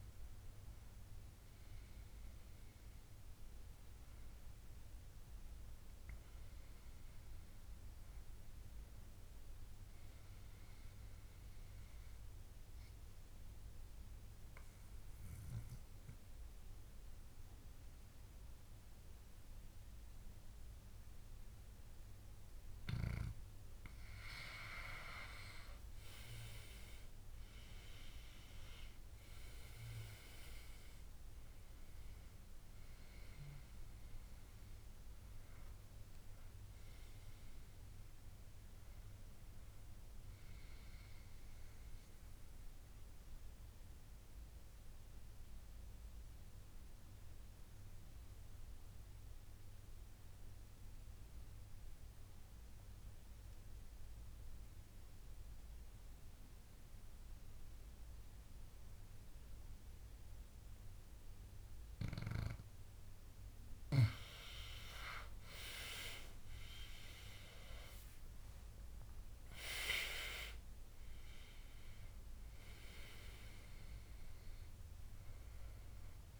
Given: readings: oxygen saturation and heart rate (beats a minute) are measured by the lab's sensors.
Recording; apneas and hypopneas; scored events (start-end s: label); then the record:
breathing in sleep by a room microphone; 2
12.00-24.50 s: mixed apnea (oxygen 99% before, 91% lowest, heart rate 71 before, 66 extreme, up 10 after)
24.00-48.00 s: oxygen desaturation (device-marked, oxygen 97% before, 93% lowest, heart rate 71 before, 65 extreme)
27.50-32.00 s: arousal
42.00-63.00 s: mixed apnea (oxygen 97% before, 91% lowest, heart rate 74 before, 65 extreme, up 16 after)
65.50-69.00 s: arousal
66.00-76.40 s: oxygen desaturation (device-marked, oxygen 98% before, 91% lowest, heart rate 66 before, 68 extreme)
From the record:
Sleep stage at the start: N2 (light sleep); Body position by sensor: on the back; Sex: male